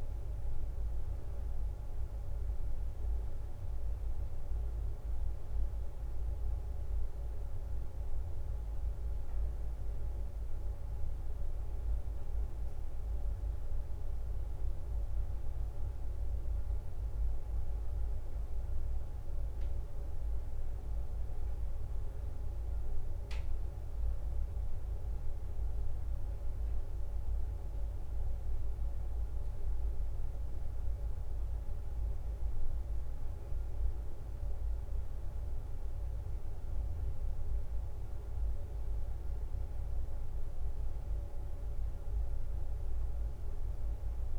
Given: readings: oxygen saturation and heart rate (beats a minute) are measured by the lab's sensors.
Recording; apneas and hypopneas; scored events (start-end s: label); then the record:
a person awake in a sleep study, hard to hear, by a room microphone; none
25.50-44.39 s: new sleep stage, N2 (light sleep)
From the record:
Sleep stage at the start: awake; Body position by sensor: on the back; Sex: female